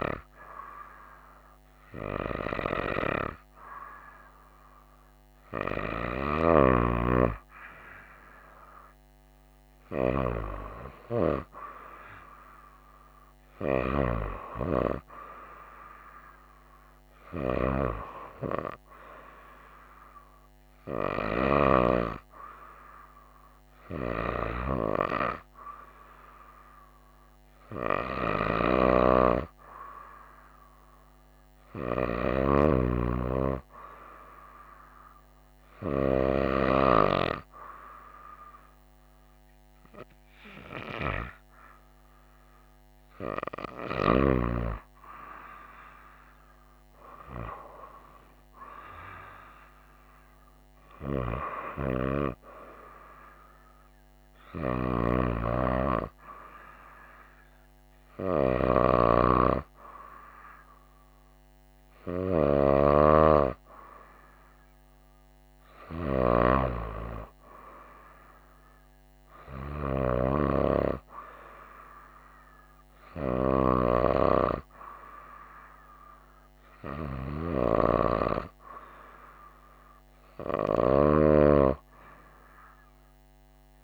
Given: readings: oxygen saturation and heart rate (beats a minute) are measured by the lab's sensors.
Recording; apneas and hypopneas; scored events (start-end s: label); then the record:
breathing in sleep by a microphone on the trachea; none
none scored
From the record:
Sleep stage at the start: N2 (light sleep); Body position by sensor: on the right side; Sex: female